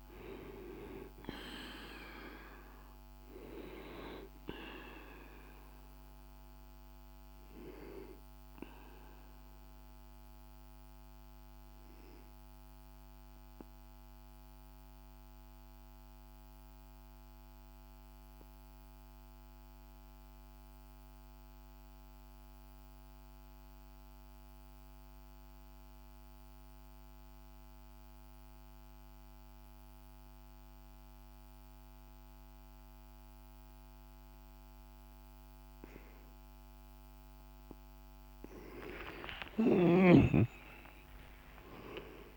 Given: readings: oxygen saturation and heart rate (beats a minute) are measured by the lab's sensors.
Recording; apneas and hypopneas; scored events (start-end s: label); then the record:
breathing in sleep by a microphone on the trachea; 1
0.00-19.50 s: oxygen desaturation (device-marked, oxygen 88% lowest)
7.50-37.00 s: central apnea (oxygen 97% before, 89% lowest)
33.50-42.37 s: oxygen desaturation (device-marked, oxygen 99% before, 90% lowest)
38.00-42.37 s: arousal
From the record:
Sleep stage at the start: N2 (light sleep); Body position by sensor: on the back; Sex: male